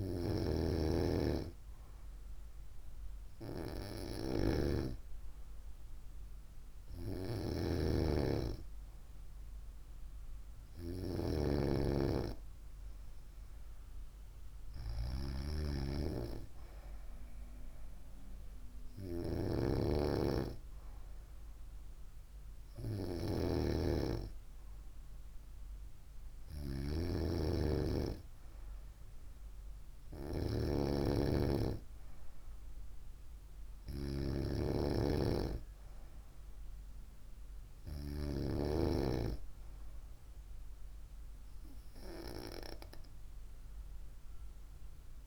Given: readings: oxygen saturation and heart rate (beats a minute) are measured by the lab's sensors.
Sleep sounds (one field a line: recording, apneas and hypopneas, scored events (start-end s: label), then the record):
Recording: breathing in sleep by a room microphone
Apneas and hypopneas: none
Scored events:
none scored
From the record:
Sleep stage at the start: N2 (light sleep)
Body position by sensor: on the right side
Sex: female